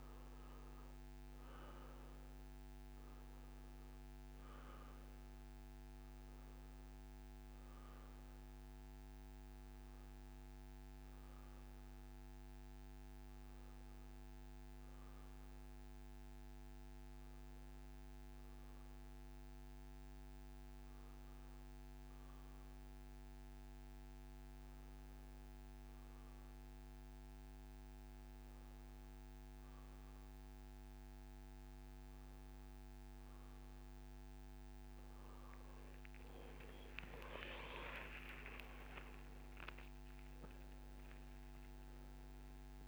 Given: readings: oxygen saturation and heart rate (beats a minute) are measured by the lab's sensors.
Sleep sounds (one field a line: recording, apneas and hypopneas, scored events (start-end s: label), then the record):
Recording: breathing in sleep, hard to hear, by a microphone on the trachea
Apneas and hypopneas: none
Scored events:
0.00-18.00 s: oxygen desaturation (device-marked, oxygen 86% lowest, heart rate 63 extreme)
34.00-42.88 s: new sleep stage, awake
From the record:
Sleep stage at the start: N1 (lightest sleep)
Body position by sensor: on the back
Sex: male